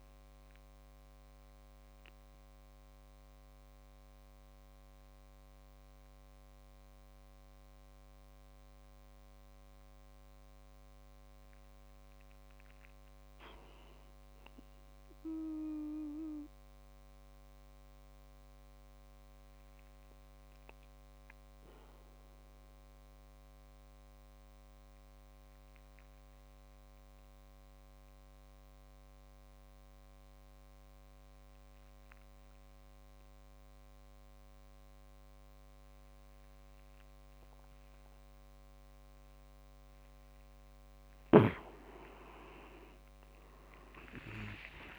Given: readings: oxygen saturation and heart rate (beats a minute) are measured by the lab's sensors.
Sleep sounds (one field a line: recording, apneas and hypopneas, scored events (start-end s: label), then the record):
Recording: breathing in sleep by a microphone on the trachea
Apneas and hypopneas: 1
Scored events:
14.50-40.50 s: obstructive apnea (oxygen 100% before, 94% lowest, heart rate 65 before, 60 extreme, up 41 after)
41.50-44.99 s: oxygen desaturation (device-marked, oxygen 98% before, 94% lowest, heart rate 68 before, 59 extreme)
42.50-44.99 s: arousal
From the record:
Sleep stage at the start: N2 (light sleep)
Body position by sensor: on the back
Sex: male